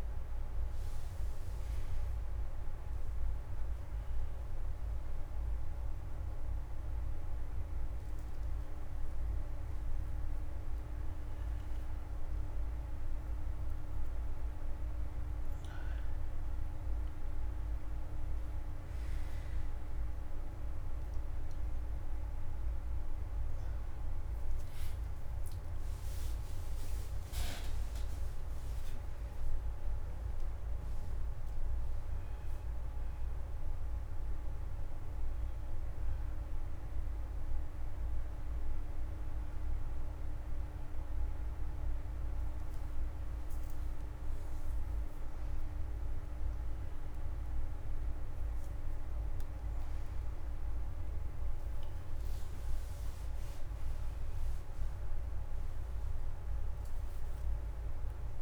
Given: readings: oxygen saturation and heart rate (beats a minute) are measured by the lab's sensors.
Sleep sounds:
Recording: breathing in sleep, hard to hear, by a room microphone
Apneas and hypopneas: none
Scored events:
25.00-29.50 s: arousal
From the record:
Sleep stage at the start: N1 (lightest sleep)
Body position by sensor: on the front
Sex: male

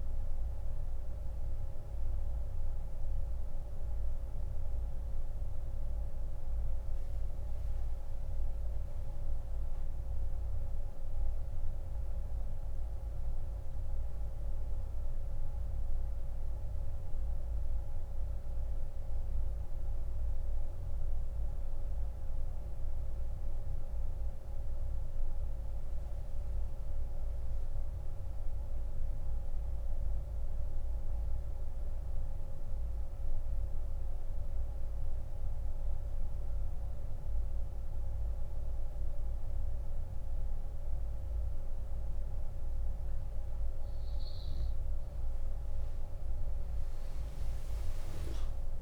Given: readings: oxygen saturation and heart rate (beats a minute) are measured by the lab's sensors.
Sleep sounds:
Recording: breathing in sleep, hard to hear, by a room microphone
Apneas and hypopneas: 1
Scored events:
0.00-42.50 s: oxygen desaturation (device-marked, oxygen 81% lowest, heart rate 29 extreme)
2.50-43.50 s: central apnea (oxygen 97% before, 81% lowest, heart rate 36 before, 29 extreme, up 20 after)
From the record:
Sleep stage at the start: N2 (light sleep)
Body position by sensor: on the back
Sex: male

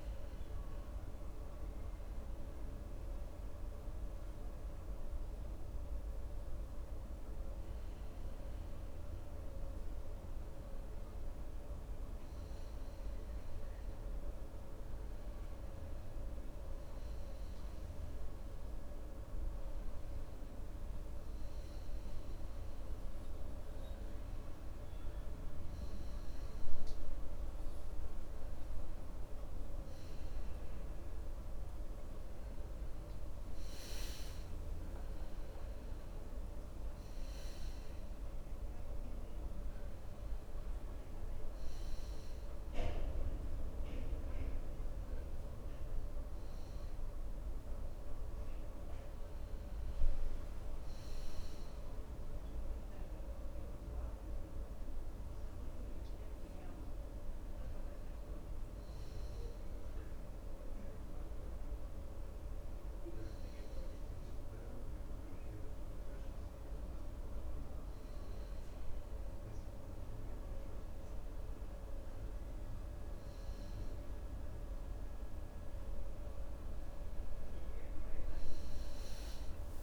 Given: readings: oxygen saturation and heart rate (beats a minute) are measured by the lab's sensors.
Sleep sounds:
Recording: a person partly awake in a sleep study, hard to hear, by a room microphone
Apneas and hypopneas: none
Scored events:
6.00-79.83 s: new sleep stage, N1 (lightest sleep)
15.00-23.00 s: oxygen desaturation (device-marked, oxygen 97% before, 93% lowest, heart rate 75 before, 64 extreme)
From the record:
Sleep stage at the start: awake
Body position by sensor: on the right side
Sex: male

